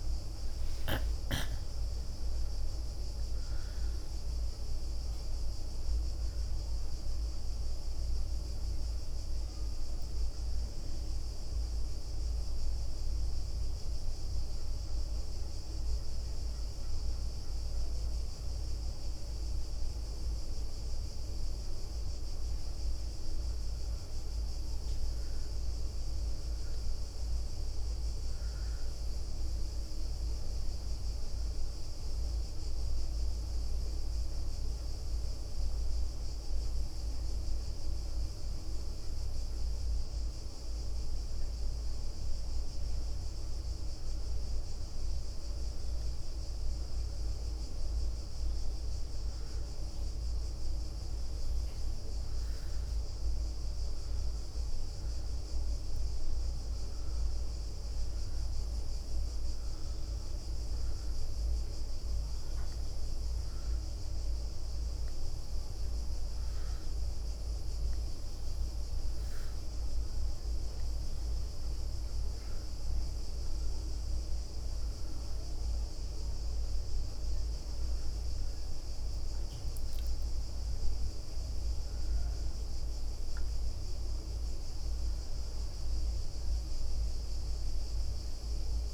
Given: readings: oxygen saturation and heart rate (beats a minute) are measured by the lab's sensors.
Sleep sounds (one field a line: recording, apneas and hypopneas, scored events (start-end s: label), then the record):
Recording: breathing in sleep, hard to hear, by a room microphone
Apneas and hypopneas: 2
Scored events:
0.00-1.00 s: arousal
0.00-1.00 s: leg movement (device-marked)
0.50-19.50 s: oxygen desaturation (device-marked, oxygen 98% before, 95% lowest, heart rate 70 before, 66 extreme)
1.00-3.00 s: leg movement (device-marked)
1.50-3.50 s: long interval between heartbeats (device-marked, heart rate 71 before, 96 extreme)
5.00-12.50 s: leg movement (device-marked)
11.50-25.00 s: obstructive apnea (oxygen 99% before, 90% lowest, heart rate 80 before, 66 extreme, up 9 after)
14.50-22.00 s: leg movement (device-marked)
25.50-31.50 s: leg movement (device-marked)
26.00-29.50 s: arousal
28.50-46.50 s: oxygen desaturation (device-marked, oxygen 98% before, 93% lowest, heart rate 69 before, 66 extreme)
33.50-66.00 s: obstructive apnea (oxygen 98% before, 90% lowest, heart rate 70 before, 66 extreme, up 2 after)
34.50-41.00 s: leg movement (device-marked)
50.50-88.94 s: new sleep stage, N2 (light sleep)
56.50-88.94 s: oxygen desaturation (device-marked, oxygen 97% before, 90% lowest, heart rate 69 before, 70 extreme)
69.00-74.00 s: arousal
70.50-75.50 s: leg movement (device-marked)
84.50-88.94 s: leg movement (device-marked)
From the record:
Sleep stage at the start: N1 (lightest sleep)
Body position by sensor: on the back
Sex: female